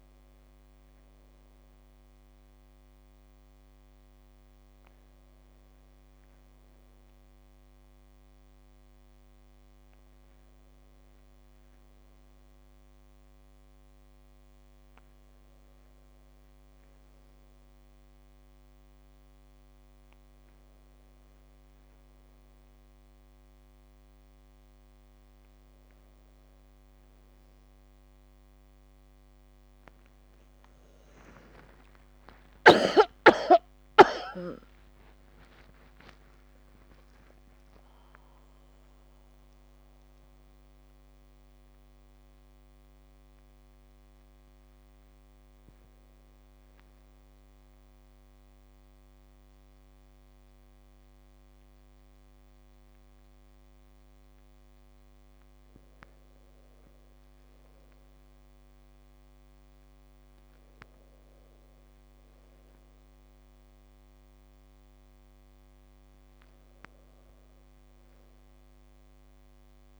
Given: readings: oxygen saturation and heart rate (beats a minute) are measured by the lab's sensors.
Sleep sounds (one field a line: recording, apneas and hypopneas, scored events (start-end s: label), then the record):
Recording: a person awake in a sleep study, by a microphone on the trachea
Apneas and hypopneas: none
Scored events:
none scored
From the record:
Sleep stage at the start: awake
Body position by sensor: on the back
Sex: female